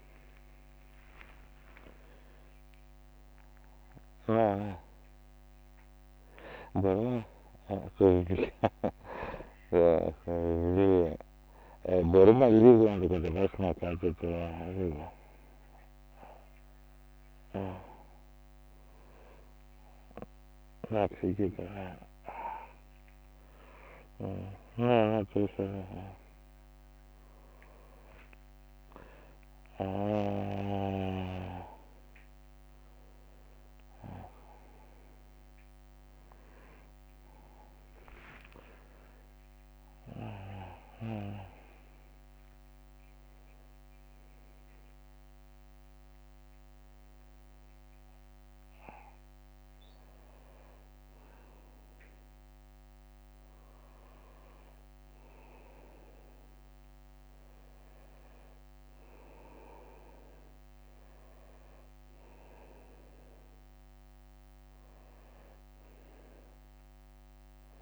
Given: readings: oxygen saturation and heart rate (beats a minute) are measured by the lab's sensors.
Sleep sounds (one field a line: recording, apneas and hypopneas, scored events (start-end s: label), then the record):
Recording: a person awake in a sleep study, by a microphone on the trachea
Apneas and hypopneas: none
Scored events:
4.00-9.50 s: leg movement (device-marked)
22.00-26.00 s: leg movement (device-marked)
37.00-43.00 s: leg movement (device-marked)
52.00-55.50 s: leg movement (device-marked)
56.00-57.50 s: leg movement (device-marked)
59.00-62.50 s: leg movement (device-marked)
From the record:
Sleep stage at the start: awake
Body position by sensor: on the back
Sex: male